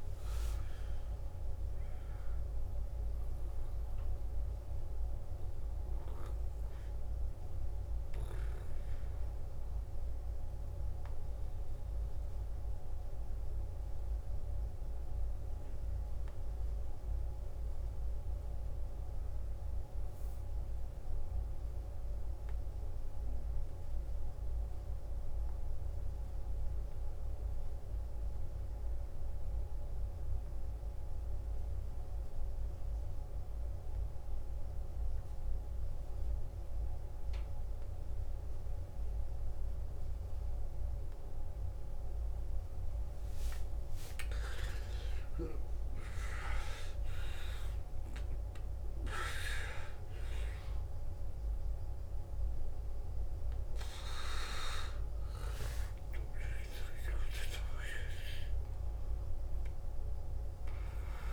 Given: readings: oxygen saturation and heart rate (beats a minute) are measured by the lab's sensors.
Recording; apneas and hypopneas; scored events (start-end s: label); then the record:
breathing in sleep by a room microphone; 1
0.00-14.50 s: oxygen desaturation (device-marked, oxygen 91% lowest, heart rate 54 extreme)
9.00-42.50 s: mixed apnea (oxygen 96% before, 88% lowest, heart rate 66 before, 54 extreme, up 12 after)
33.50-61.33 s: oxygen desaturation (device-marked, oxygen 98% before, 88% lowest, heart rate 56 before, 53 extreme)
44.00-47.50 s: arousal
From the record:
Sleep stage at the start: N2 (light sleep); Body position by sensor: on the back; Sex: male